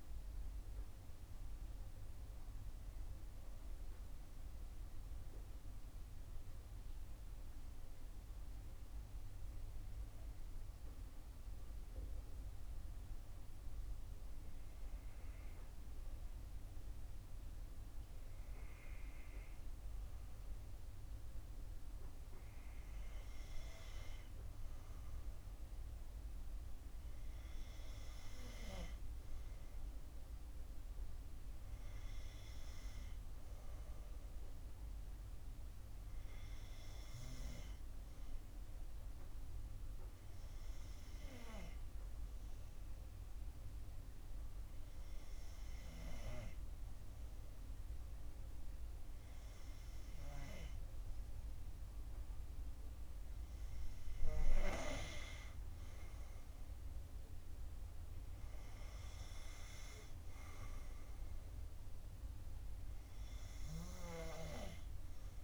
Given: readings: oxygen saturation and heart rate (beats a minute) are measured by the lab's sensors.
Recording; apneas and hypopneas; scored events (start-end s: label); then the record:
breathing in sleep by a room microphone; 2
0.50-13.50 s: oxygen desaturation (device-marked, oxygen 95% before, 92% lowest, heart rate 60 before, 54 extreme)
3.50-18.50 s: hypopnea (oxygen 96% before, 92% lowest, heart rate 60 before, 54 extreme, up 6 after)
20.00-24.00 s: arousal
39.50-53.50 s: obstructive apnea (oxygen 97% before, 91% lowest, heart rate 60 before, 58 extreme, up 5 after)
56.50-60.00 s: arousal
From the record:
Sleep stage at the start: N2 (light sleep); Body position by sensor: on the back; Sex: female